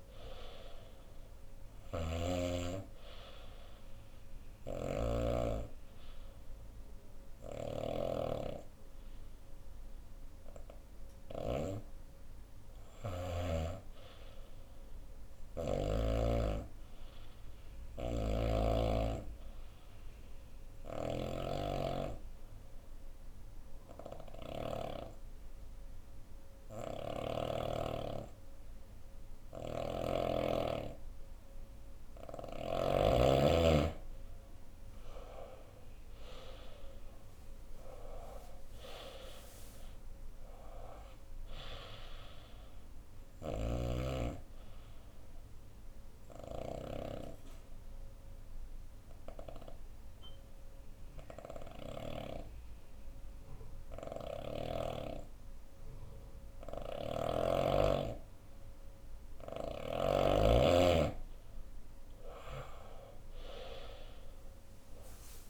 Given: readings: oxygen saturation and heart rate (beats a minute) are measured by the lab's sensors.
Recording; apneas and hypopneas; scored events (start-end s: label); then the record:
breathing in sleep by a room microphone; 2
0.00-10.50 s: oxygen desaturation (device-marked, oxygen 92% lowest, heart rate 62 extreme)
1.00-15.50 s: snoring (device-marked)
2.00-34.00 s: obstructive apnea (oxygen 96% before, 92% lowest, heart rate 68 before, 62 extreme, up 13 after)
17.50-27.00 s: snoring (device-marked)
29.00-32.50 s: snoring (device-marked)
32.50-54.50 s: oxygen desaturation (device-marked, oxygen 96% before, 92% lowest, heart rate 66 before, 59 extreme)
35.50-39.50 s: arousal
43.00-59.00 s: obstructive apnea (oxygen 97% before, 92% lowest, heart rate 69 before, 59 extreme, up 11 after)
61.50-65.50 s: arousal
64.50-65.50 s: oxygen desaturation (device-marked, oxygen 98% before, 93% lowest, heart rate 68 before, 59 extreme)
From the record:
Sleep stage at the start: N2 (light sleep); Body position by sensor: on the right side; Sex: female